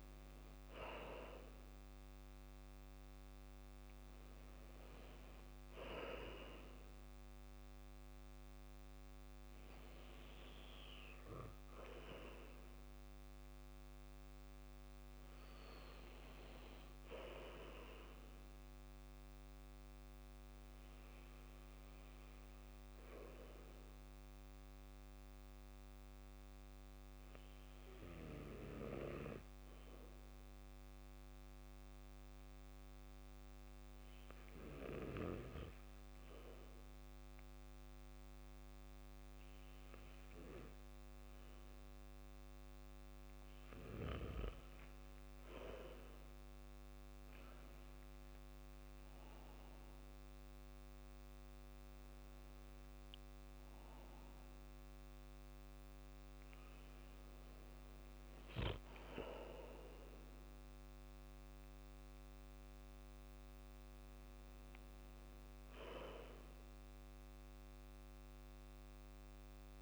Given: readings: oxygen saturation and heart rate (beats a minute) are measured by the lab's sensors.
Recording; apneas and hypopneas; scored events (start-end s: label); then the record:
breathing in sleep by a microphone on the trachea; 1
0.00-2.50 s: arousal
27.00-44.50 s: obstructive apnea (oxygen 95% before, 93% lowest, heart rate 65 before, 56 extreme, up 8 after)
46.50-69.82 s: new sleep stage, REM sleep
47.00-51.00 s: arousal
From the record:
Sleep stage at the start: N2 (light sleep); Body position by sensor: on the back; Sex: male